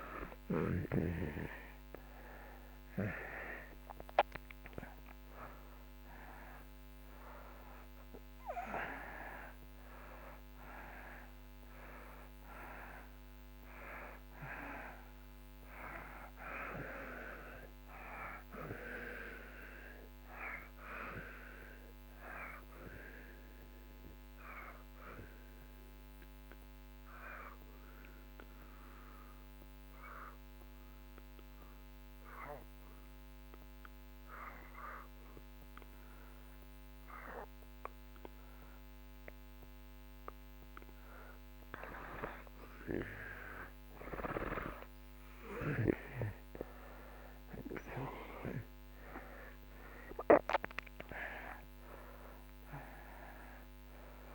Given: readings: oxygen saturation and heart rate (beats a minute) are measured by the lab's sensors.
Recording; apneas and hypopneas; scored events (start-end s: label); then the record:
breathing in sleep by a microphone on the trachea; 1
0.00-3.50 s: arousal
6.00-33.00 s: oxygen desaturation (device-marked, oxygen 95% before, 83% lowest)
24.00-41.00 s: obstructive apnea (oxygen 95% before, 83% lowest)
43.50-48.50 s: arousal
50.00-54.35 s: oxygen desaturation (device-marked, oxygen 95% before, 84% lowest)
From the record:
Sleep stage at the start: N2 (light sleep); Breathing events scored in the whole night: 334 in 5.8 hours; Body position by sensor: on the back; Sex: male